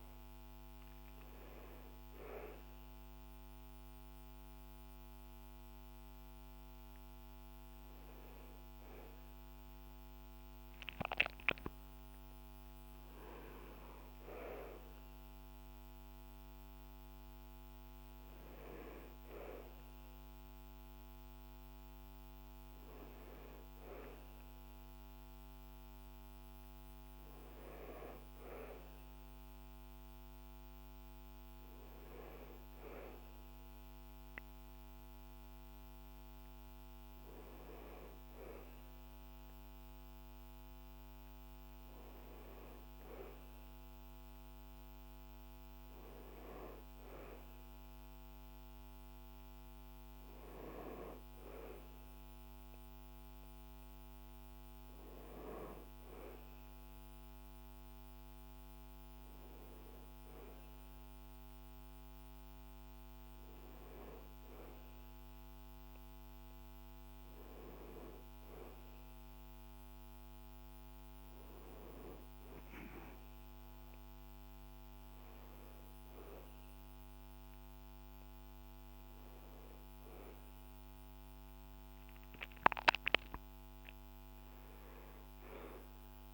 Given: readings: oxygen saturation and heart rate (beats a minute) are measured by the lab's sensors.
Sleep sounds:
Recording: a person partly awake in a sleep study, by a microphone on the trachea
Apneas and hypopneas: none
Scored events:
37.00-86.34 s: new sleep stage, N1 (lightest sleep)
From the record:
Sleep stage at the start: awake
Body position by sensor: on the back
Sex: male

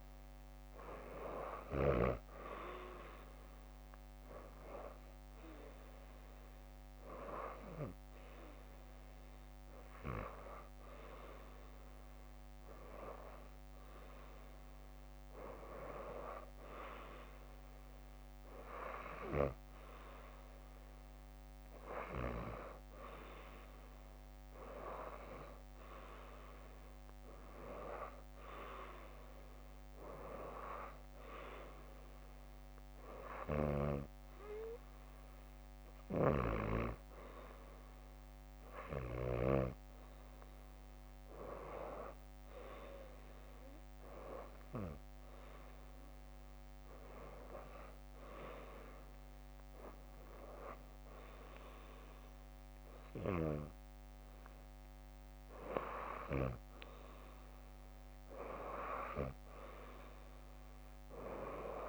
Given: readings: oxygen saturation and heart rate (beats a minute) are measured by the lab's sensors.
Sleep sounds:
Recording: breathing in sleep by a microphone on the trachea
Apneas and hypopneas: none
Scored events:
27.50-33.50 s: drop in pulse transit time (device-marked, heart rate 62 before, 60 extreme)
36.00-39.50 s: snoring (device-marked)
From the record:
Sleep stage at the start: REM sleep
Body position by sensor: on the back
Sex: female

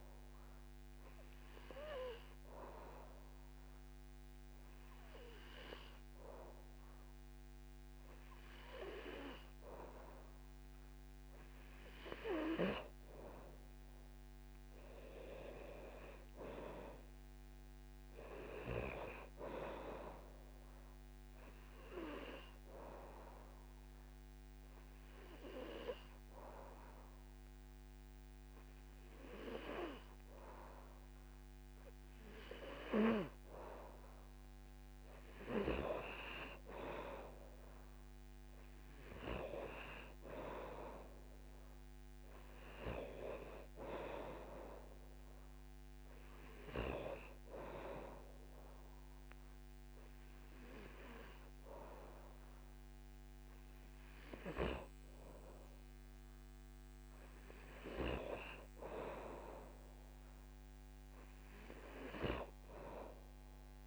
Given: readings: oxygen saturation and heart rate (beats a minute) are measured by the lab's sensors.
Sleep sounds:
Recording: breathing in sleep by a microphone on the trachea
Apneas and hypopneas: 2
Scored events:
1.00-12.50 s: hypopnea (oxygen 96% before, 91% lowest, heart rate 77 before, 74 extreme, up 6 after)
14.00-17.00 s: arousal
19.00-33.00 s: oxygen desaturation (device-marked, oxygen 95% before, 91% lowest, heart rate 76 before, 75 extreme)
20.50-33.50 s: hypopnea (oxygen 96% before, 91% lowest, heart rate 76 before, 75 extreme, up 7 after)
37.00-40.00 s: arousal
43.00-58.00 s: oxygen desaturation (device-marked, oxygen 97% before, 91% lowest, heart rate 81 before, 74 extreme)
From the record:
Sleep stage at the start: N2 (light sleep)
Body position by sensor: on the back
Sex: male

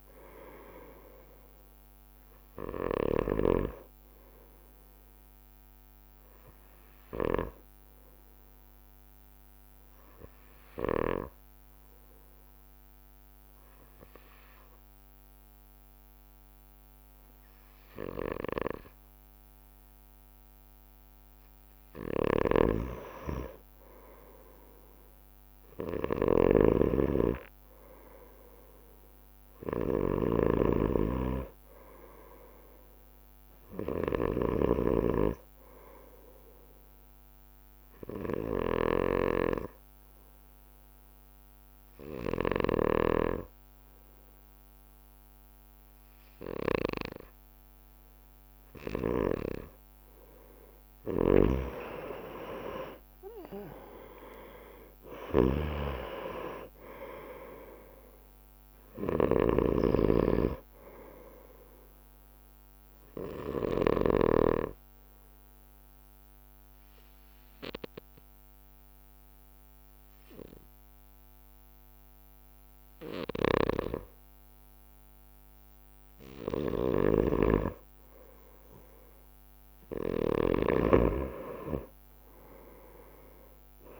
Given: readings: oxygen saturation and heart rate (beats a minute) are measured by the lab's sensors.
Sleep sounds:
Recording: breathing in sleep by a microphone on the trachea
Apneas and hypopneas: 3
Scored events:
0.00-4.00 s: snoring (device-marked)
0.00-16.50 s: oxygen desaturation (device-marked, oxygen 93% lowest)
6.50-9.50 s: bradycardia (device-marked)
9.50-22.00 s: obstructive apnea (oxygen 98% before, 93% lowest)
22.50-43.00 s: snoring (device-marked)
25.00-30.00 s: arousal
31.50-33.50 s: bradycardia (device-marked)
38.00-49.00 s: obstructive apnea (oxygen 99% before, 94% lowest)
51.50-64.50 s: snoring (device-marked)
52.00-56.00 s: arousal
64.00-76.50 s: obstructive apnea (oxygen 97% before, 94% lowest)
73.50-84.00 s: snoring (device-marked)
79.00-84.00 s: arousal
From the record:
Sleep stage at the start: N2 (light sleep)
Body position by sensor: on the right side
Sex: male

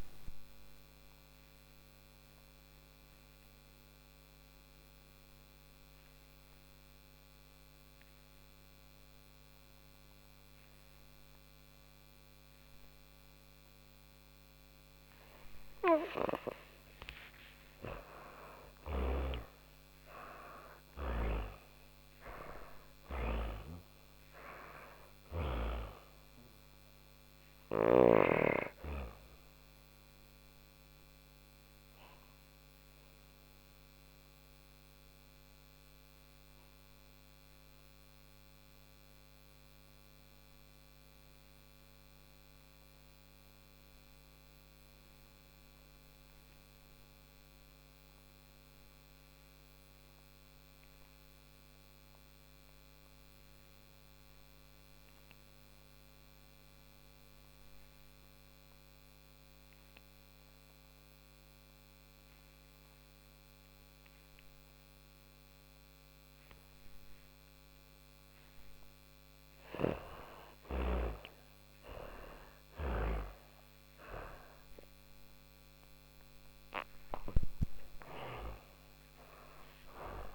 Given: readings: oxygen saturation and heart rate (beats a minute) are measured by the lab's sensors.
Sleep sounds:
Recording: breathing in sleep by a microphone on the trachea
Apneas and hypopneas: 1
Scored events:
6.50-32.50 s: oxygen desaturation (device-marked, oxygen 98% before, 91% lowest, heart rate 53 before, 50 extreme)
17.00-21.50 s: snoring (device-marked)
18.00-24.00 s: arousal
29.50-64.50 s: obstructive apnea (oxygen 98% before, 84% lowest, heart rate 96 before, 50 extreme, up 55 after)
34.50-43.50 s: oxygen desaturation (device-marked, oxygen 93% before, 85% lowest, heart rate 91 before, 52 extreme)
59.50-80.35 s: oxygen desaturation (device-marked, oxygen 99% before, 84% lowest, heart rate 55 before, 39 extreme)
68.50-74.00 s: arousal
From the record:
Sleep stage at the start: N2 (light sleep)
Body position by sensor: on the back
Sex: female

